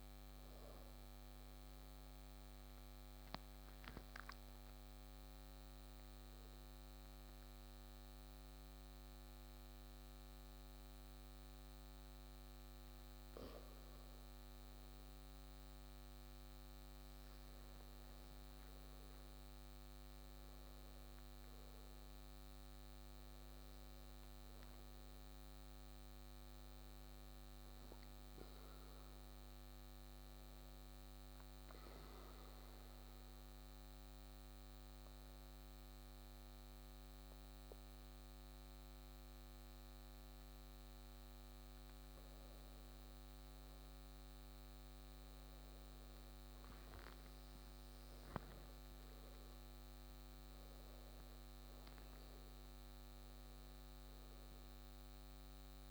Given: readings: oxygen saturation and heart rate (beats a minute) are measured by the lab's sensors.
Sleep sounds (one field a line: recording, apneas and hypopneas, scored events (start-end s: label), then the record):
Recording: breathing in sleep, hard to hear, by a microphone on the trachea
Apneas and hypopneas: 1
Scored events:
5.50-55.91 s: new sleep stage, N2 (light sleep)
18.50-23.00 s: arousal
24.50-35.50 s: oxygen desaturation (device-marked, oxygen 97% before, 93% lowest, heart rate 67 before, 62 extreme)
32.50-42.50 s: central apnea (oxygen 97% before, 93% lowest, heart rate 68 before, 61 extreme, up 10 after)
46.00-50.50 s: arousal
49.50-55.91 s: oxygen desaturation (device-marked, oxygen 96% before, 93% lowest, heart rate 65 before, 60 extreme)
From the record:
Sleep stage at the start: N1 (lightest sleep)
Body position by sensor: on the back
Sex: male